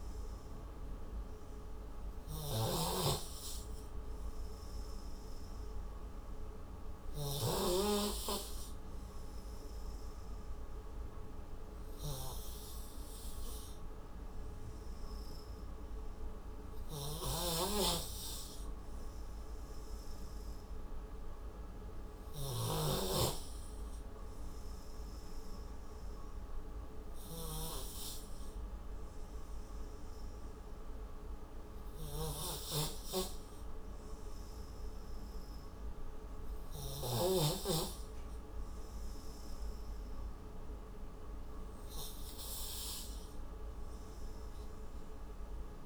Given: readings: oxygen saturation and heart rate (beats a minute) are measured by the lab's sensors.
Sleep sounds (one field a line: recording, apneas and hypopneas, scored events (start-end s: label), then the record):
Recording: breathing in sleep by a room microphone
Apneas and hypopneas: none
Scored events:
0.00-7.50 s: snoring (device-marked)
17.00-23.00 s: snoring (device-marked)
32.00-37.50 s: snoring (device-marked)
From the record:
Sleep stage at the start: N3 (deep sleep)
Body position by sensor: on the right side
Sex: male